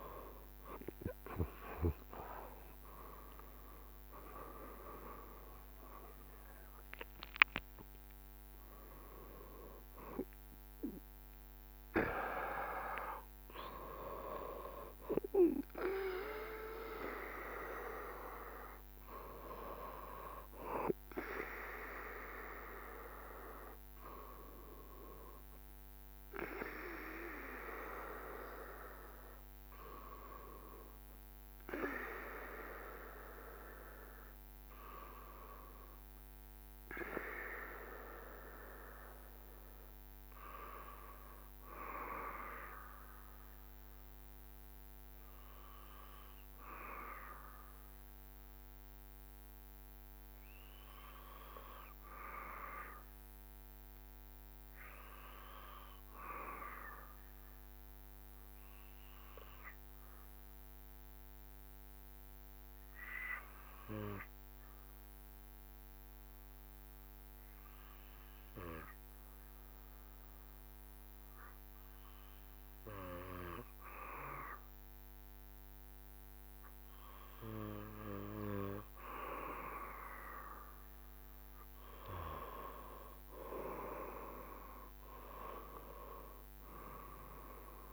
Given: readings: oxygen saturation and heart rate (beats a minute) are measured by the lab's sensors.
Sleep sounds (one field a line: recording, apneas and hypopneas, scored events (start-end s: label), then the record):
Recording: breathing in sleep by a microphone on the trachea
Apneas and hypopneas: 1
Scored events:
0.00-4.00 s: arousal
0.00-24.00 s: oxygen desaturation (device-marked, oxygen 88% lowest, heart rate 64 extreme)
1.00-15.00 s: drop in pulse transit time (device-marked, heart rate 68 before, 74 extreme)
43.00-81.00 s: obstructive apnea (oxygen 97% before, 93% lowest, heart rate 71 before, 67 extreme, up 8 after)
69.00-87.93 s: oxygen desaturation (device-marked, oxygen 96% before, 93% lowest, heart rate 69 before, 69 extreme)
From the record:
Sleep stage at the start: N2 (light sleep)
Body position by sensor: on the back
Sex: male